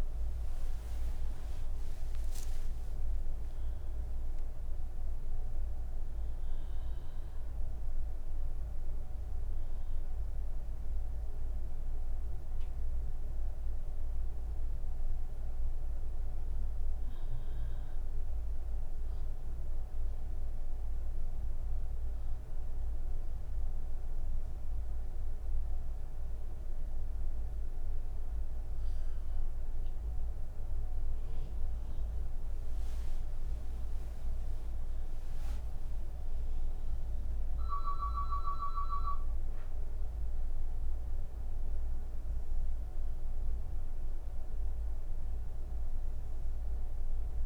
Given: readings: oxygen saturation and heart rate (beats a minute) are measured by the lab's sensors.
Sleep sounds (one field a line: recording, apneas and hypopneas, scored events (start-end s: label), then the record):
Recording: breathing in sleep, hard to hear, by a room microphone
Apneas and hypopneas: 1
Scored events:
14.50-33.00 s: obstructive apnea (oxygen 98% before, 94% lowest)
From the record:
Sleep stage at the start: N1 (lightest sleep)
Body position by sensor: on the back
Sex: female